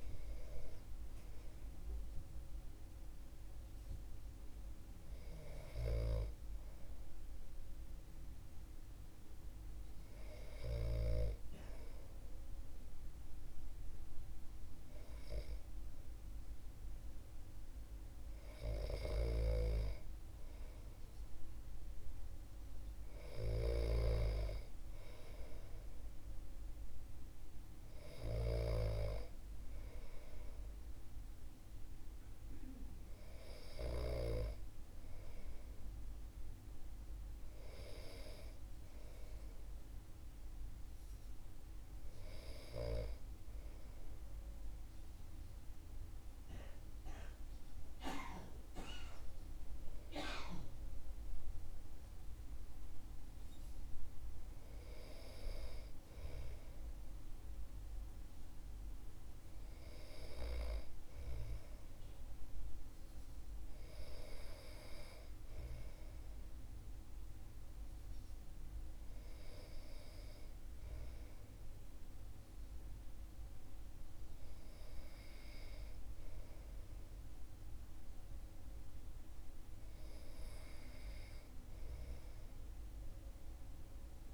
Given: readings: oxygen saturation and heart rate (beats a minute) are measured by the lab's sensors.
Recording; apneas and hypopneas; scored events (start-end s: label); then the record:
breathing in sleep by a room microphone; none
18.50-23.50 s: snoring (device-marked)
From the record:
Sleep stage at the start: N2 (light sleep); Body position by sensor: on the back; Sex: male